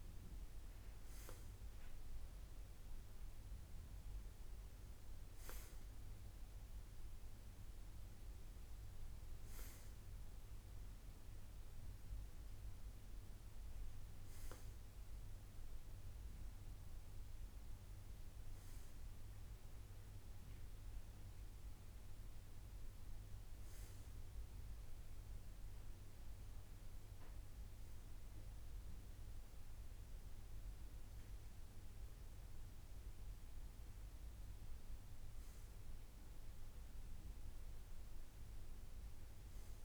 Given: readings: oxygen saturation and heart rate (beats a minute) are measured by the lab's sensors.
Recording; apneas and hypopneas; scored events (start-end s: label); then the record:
breathing in sleep, hard to hear, by a room microphone; none
none scored
From the record:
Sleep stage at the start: N2 (light sleep); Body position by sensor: on the right side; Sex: male